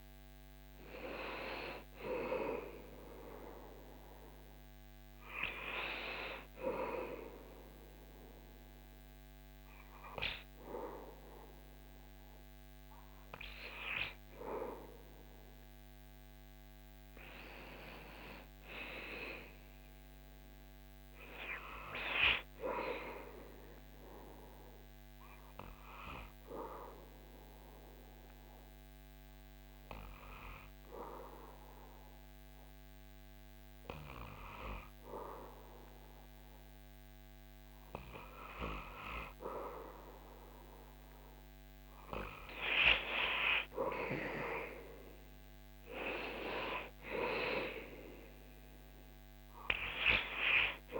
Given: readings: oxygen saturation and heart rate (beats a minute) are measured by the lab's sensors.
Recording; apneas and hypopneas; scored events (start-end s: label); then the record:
a person partly awake in a sleep study, by a microphone on the trachea; 1
16.00-51.00 s: new sleep stage, N2 (light sleep)
23.50-38.00 s: hypopnea (oxygen 98% before, 97% lowest, heart rate 68 before, 70 extreme, up 6 after)
41.00-44.50 s: arousal
From the record:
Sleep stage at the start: awake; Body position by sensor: on the back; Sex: male